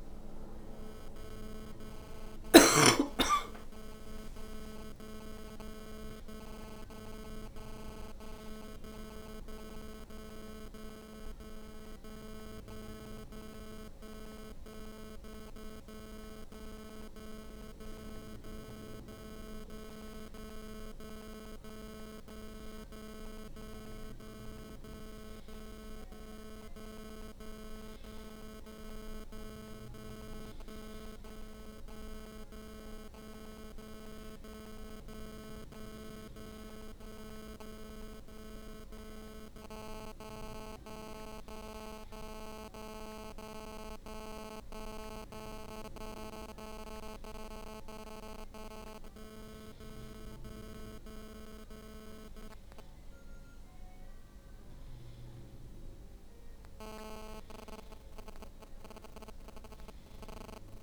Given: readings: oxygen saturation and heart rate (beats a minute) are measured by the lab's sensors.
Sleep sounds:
a person partly awake in a sleep study, by a room microphone; none
28.00-60.83 s: new sleep stage, N1 (lightest sleep)
From the record:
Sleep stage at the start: awake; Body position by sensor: on the back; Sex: female

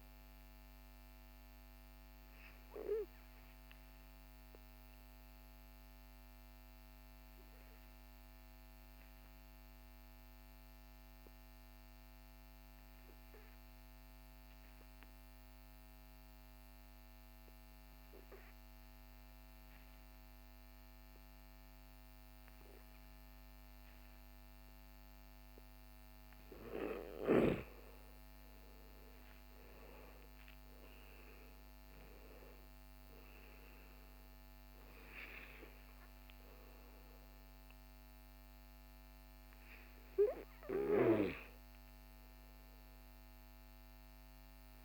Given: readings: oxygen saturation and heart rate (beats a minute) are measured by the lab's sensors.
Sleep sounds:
breathing in sleep by a microphone on the trachea; 1
0.00-7.50 s: oxygen desaturation (device-marked, oxygen 91% lowest, heart rate 45 extreme)
6.00-26.00 s: obstructive apnea (oxygen 97% before, 91% lowest, heart rate 58 before, 44 extreme, up 16 after)
27.50-31.50 s: arousal
31.50-44.50 s: oxygen desaturation (device-marked, oxygen 98% before, 92% lowest, heart rate 56 before, 44 extreme)
From the record:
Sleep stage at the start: N2 (light sleep); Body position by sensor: on the back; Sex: male

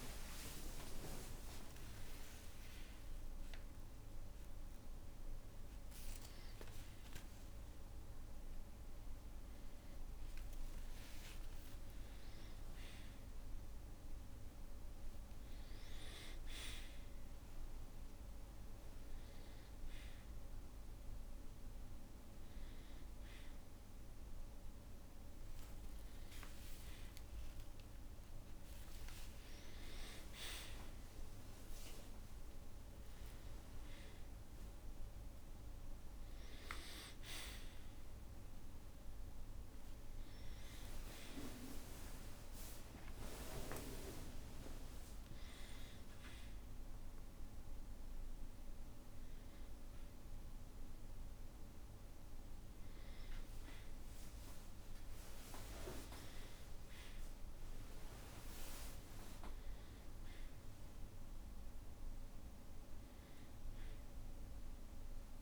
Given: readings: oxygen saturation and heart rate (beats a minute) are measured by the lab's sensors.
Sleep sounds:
a person awake in a sleep study, by a room microphone; none
3.00-5.00 s: long interval between heartbeats (device-marked, heart rate 70 before, 76 extreme)
4.00-6.00 s: tachycardia (device-marked, heart rate 78 before, 94 extreme)
5.00-7.00 s: long interval between heartbeats (device-marked, heart rate 72 before, 94 extreme)
7.50-9.50 s: long interval between heartbeats (device-marked, heart rate 75 before, 103 extreme)
From the record:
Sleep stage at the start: awake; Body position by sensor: on the back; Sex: male

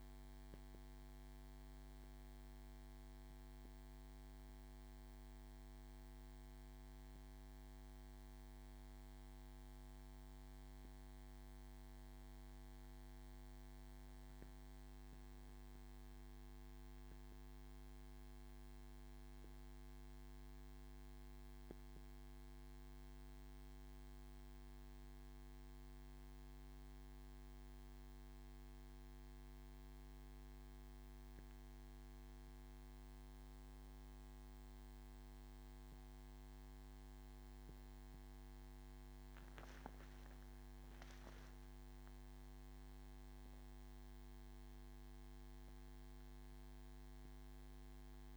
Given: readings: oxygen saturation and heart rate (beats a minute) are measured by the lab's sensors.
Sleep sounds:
a person awake in a sleep study, hard to hear, by a microphone on the trachea; none
none scored
From the record:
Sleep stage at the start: awake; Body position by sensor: on the back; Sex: male

